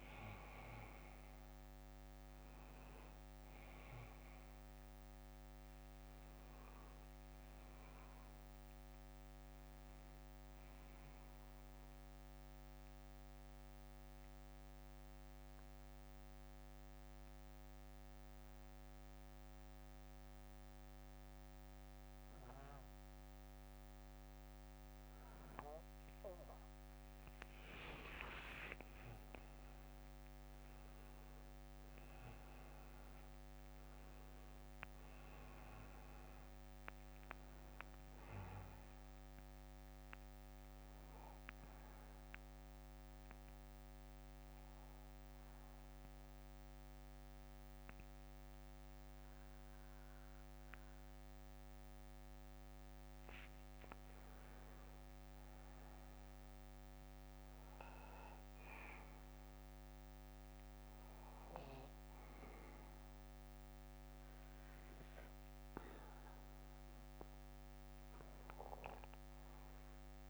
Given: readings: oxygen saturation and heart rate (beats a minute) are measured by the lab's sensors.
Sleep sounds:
breathing in sleep by a microphone on the trachea; 2
0.00-22.50 s: oxygen desaturation (device-marked, oxygen 92% lowest, heart rate 52 extreme)
7.50-11.00 s: arousal
10.50-12.50 s: bradycardia (device-marked, heart rate 62 before, 61 extreme)
13.50-17.50 s: bradycardia (device-marked, heart rate 62 before, 52 extreme)
13.50-27.50 s: mixed apnea (oxygen 98% before, 92% lowest, heart rate 65 before, 52 extreme, up 13 after)
28.00-32.00 s: arousal
37.50-42.50 s: bradycardia (device-marked, heart rate 62 before, 55 extreme)
42.50-53.50 s: obstructive apnea (oxygen 97% before, 91% lowest, heart rate 64 before, 50 extreme, up 10 after)
44.50-50.50 s: bradycardia (device-marked, heart rate 62 before, 52 extreme)
57.50-61.50 s: arousal
60.50-67.50 s: bradycardia (device-marked, heart rate 62 before, 50 extreme)
From the record:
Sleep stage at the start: N2 (light sleep); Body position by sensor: on the back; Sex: male

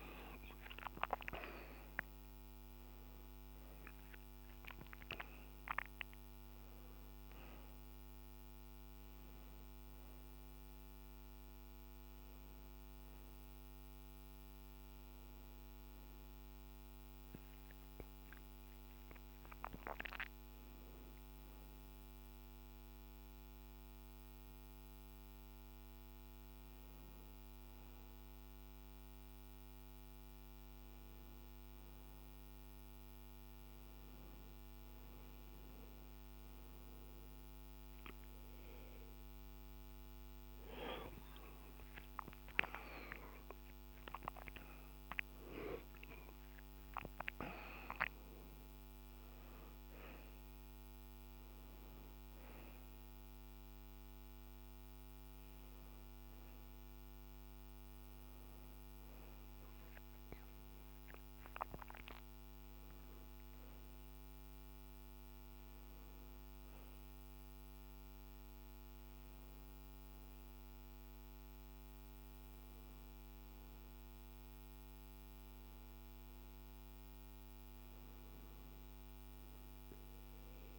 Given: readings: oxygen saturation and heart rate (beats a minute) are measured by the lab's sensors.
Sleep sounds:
a person awake in a sleep study, by a microphone on the trachea; none
36.00-54.00 s: oxygen desaturation (device-marked, oxygen 98% before, 95% lowest, heart rate 71 before, 69 extreme)
From the record:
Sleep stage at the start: awake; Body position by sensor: on the back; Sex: male

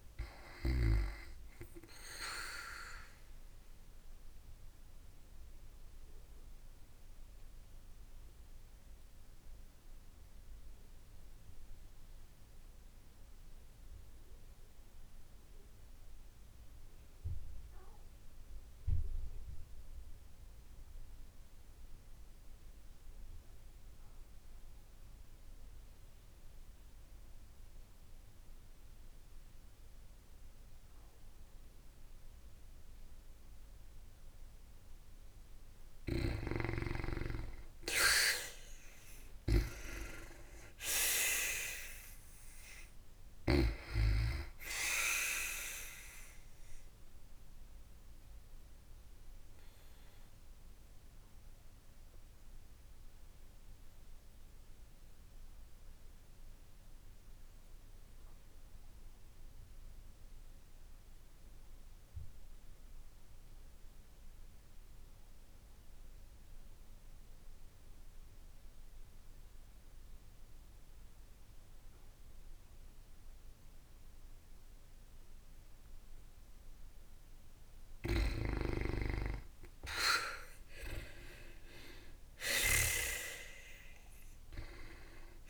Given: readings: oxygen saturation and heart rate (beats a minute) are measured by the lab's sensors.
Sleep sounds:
breathing in sleep by a room microphone; 2
0.00-5.00 s: oxygen desaturation (device-marked, oxygen 89% lowest, heart rate 52 extreme)
3.50-34.00 s: obstructive apnea (oxygen 95% before, 83% lowest, heart rate 57 before, 52 extreme, up 15 after)
31.00-40.00 s: oxygen desaturation (device-marked, oxygen 95% before, 89% lowest, heart rate 54 before, 57 extreme)
37.50-42.00 s: arousal
47.00-76.50 s: obstructive apnea (oxygen 96% before, 83% lowest, heart rate 61 before, 50 extreme, up 9 after)
70.00-85.49 s: oxygen desaturation (device-marked, oxygen 93% before, 83% lowest, heart rate 57 before, 50 extreme)
80.00-84.00 s: arousal
From the record:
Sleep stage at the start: N2 (light sleep); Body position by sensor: on the back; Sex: female

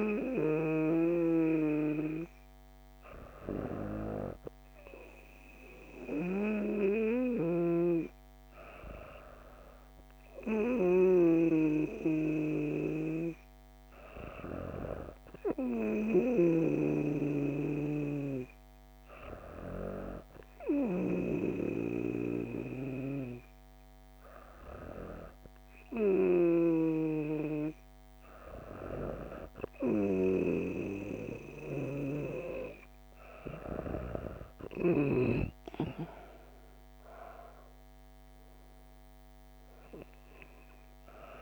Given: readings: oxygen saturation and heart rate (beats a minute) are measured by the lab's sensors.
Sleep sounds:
breathing in sleep by a microphone on the trachea; none
15.50-20.50 s: snoring (device-marked)
From the record:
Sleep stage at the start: N2 (light sleep); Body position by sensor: on the back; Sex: female

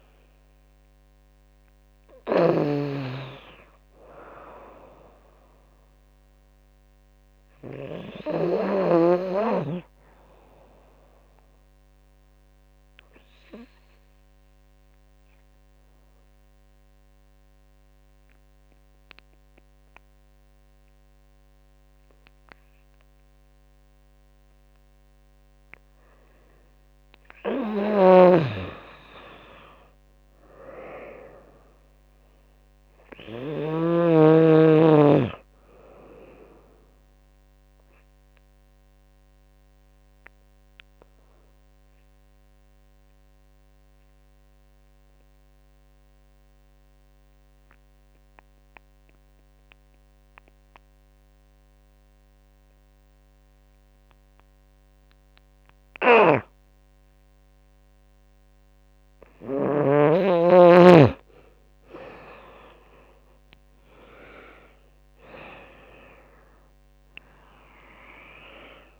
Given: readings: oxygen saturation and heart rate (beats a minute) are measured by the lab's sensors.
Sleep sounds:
breathing in sleep by a microphone on the trachea; 2
0.00-4.50 s: drop in pulse transit time (device-marked, heart rate 76 extreme)
0.00-8.00 s: snoring (device-marked)
0.00-14.50 s: oxygen desaturation (device-marked, oxygen 89% lowest, heart rate 73 extreme)
11.50-25.50 s: obstructive apnea (oxygen 97% before, 87% lowest, heart rate 80 before, 78 extreme, up 5 after)
26.00-29.50 s: arousal
27.50-33.50 s: snoring (device-marked)
27.50-40.50 s: drop in pulse transit time (device-marked, heart rate 77 before, 80 extreme)
36.50-50.50 s: oxygen desaturation (device-marked, oxygen 96% before, 92% lowest, heart rate 80 before, 79 extreme)
40.00-58.00 s: obstructive apnea (oxygen 98% before, 87% lowest, heart rate 81 before, 76 extreme, up 13 after)
56.00-59.50 s: snoring (device-marked)
57.50-69.00 s: oxygen desaturation (device-marked, oxygen 97% before, 87% lowest, heart rate 81 before, 76 extreme)
60.50-69.00 s: drop in pulse transit time (device-marked, heart rate 81 before, 80 extreme)
61.00-64.50 s: arousal
From the record:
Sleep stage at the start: N2 (light sleep); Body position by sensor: on the back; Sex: female

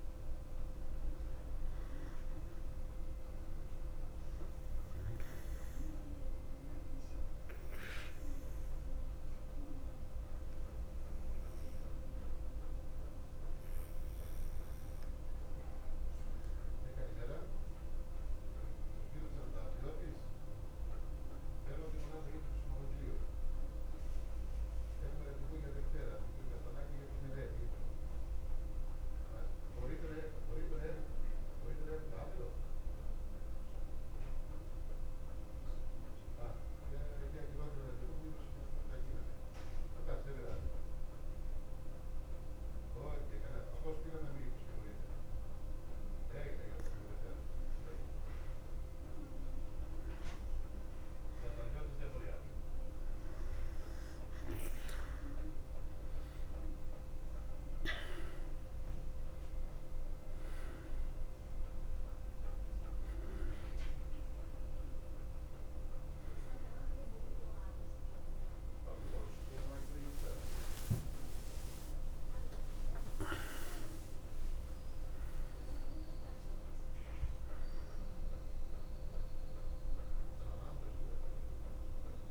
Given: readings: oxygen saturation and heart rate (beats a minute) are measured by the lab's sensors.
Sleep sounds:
a person partly awake in a sleep study, by a room microphone; 1
0.00-32.50 s: oxygen desaturation (device-marked, oxygen 90% lowest, heart rate 54 extreme)
14.50-45.00 s: mixed apnea (oxygen 95% before, 89% lowest, heart rate 57 before, 54 extreme, up 1 after)
39.50-69.50 s: new sleep stage, awake
55.50-82.31 s: oxygen desaturation (device-marked, oxygen 96% before, 89% lowest, heart rate 55 before, 52 extreme)
69.50-82.31 s: new sleep stage, N1 (lightest sleep)
From the record:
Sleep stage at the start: N2 (light sleep); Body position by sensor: on the back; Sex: male

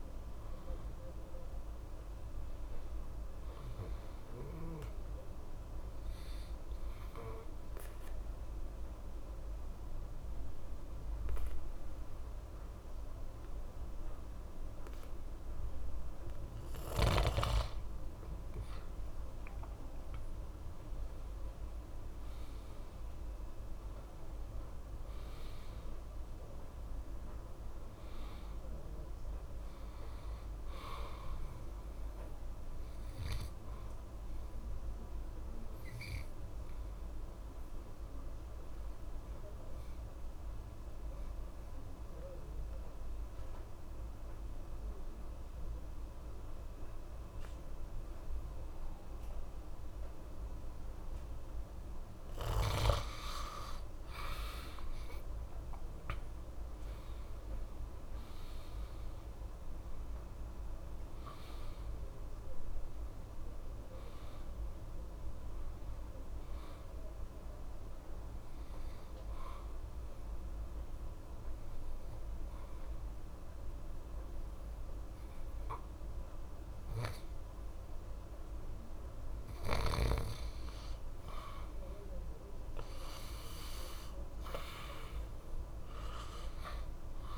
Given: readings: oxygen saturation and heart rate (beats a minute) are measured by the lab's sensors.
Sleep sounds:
breathing in sleep by a room microphone; 3
0.00-11.00 s: oxygen desaturation (device-marked, oxygen 86% lowest, heart rate 63 extreme)
4.00-18.00 s: obstructive apnea (oxygen 96% before, 85% lowest, heart rate 70 before, 63 extreme, up 4 after)
20.00-25.00 s: arousal
27.00-43.00 s: oxygen desaturation (device-marked, oxygen 96% before, 89% lowest, heart rate 66 before, 63 extreme)
34.50-53.50 s: obstructive apnea (oxygen 97% before, 85% lowest, heart rate 66 before, 65 extreme, up 4 after)
51.00-78.00 s: oxygen desaturation (device-marked, oxygen 96% before, 85% lowest, heart rate 67 before, 65 extreme)
69.00-82.50 s: obstructive apnea (oxygen 96% before, 85% lowest, heart rate 67 before, 65 extreme, up 2 after)
84.00-87.38 s: arousal
From the record:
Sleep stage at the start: N2 (light sleep); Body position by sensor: on the back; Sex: male

